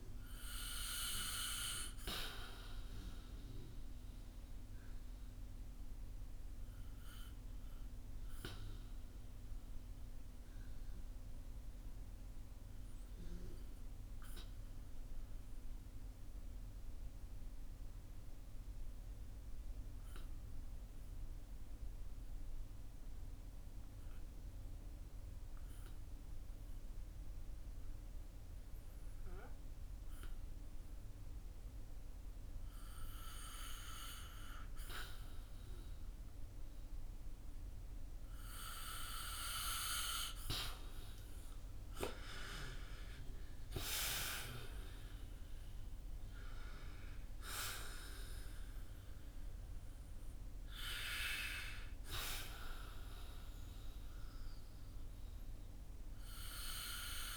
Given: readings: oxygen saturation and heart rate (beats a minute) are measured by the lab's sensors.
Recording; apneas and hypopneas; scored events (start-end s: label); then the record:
breathing in sleep by a room microphone; 1
0.00-26.50 s: oxygen desaturation (device-marked, oxygen 82% lowest, heart rate 49 extreme)
3.00-36.50 s: obstructive apnea (oxygen 96% before, 81% lowest, heart rate 60 before, 49 extreme, up 13 after)
39.50-45.50 s: arousal
39.50-57.37 s: oxygen desaturation (device-marked, oxygen 92% before, 81% lowest, heart rate 57 before, 39 extreme)
From the record:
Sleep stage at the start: REM sleep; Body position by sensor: on the back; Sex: male